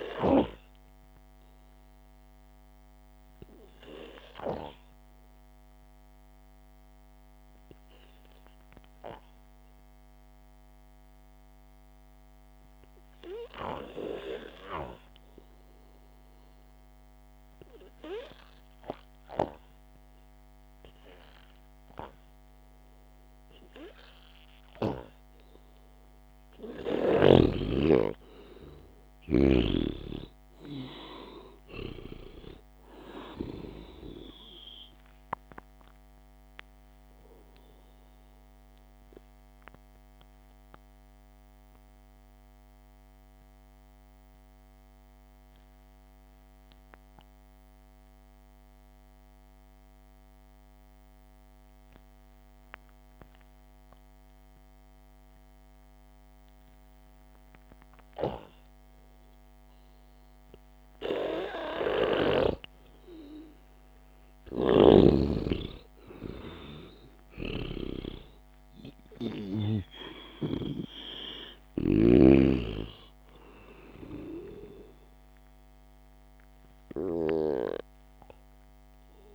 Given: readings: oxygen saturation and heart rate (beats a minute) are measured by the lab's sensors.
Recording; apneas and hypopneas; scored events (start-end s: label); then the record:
breathing in sleep by a microphone on the trachea; 2
0.50-15.50 s: obstructive apnea (oxygen 97% before, 89% lowest, heart rate 62 before, 52 extreme, up 7 after)
3.00-9.00 s: oxygen desaturation (device-marked, oxygen 97% before, 92% lowest, heart rate 61 before, 52 extreme)
18.50-22.00 s: arousal
33.00-58.00 s: oxygen desaturation (device-marked, oxygen 96% before, 89% lowest, heart rate 57 before, 52 extreme)
41.00-61.50 s: mixed apnea (oxygen 96% before, 89% lowest, heart rate 56 before, 52 extreme, up 3 after)
60.00-73.00 s: oxygen desaturation (device-marked, oxygen 98% before, 94% lowest, heart rate 63 before, 53 extreme)
63.50-67.50 s: arousal
67.50-72.50 s: snoring (device-marked)
From the record:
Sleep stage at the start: N2 (light sleep); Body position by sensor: on the back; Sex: male